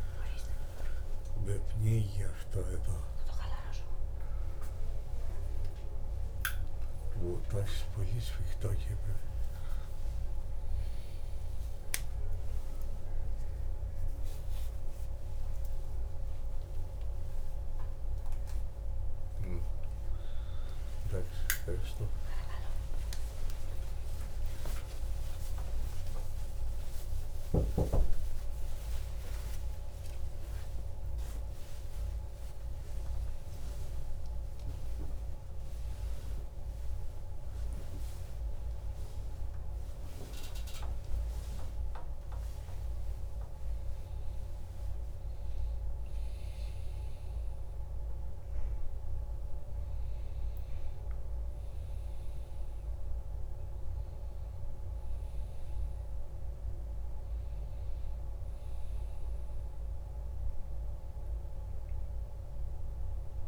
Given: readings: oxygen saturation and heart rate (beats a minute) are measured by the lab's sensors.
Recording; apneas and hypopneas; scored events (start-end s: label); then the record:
a person awake in a sleep study, by a room microphone; none
none scored
From the record:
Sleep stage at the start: awake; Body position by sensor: on the back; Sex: male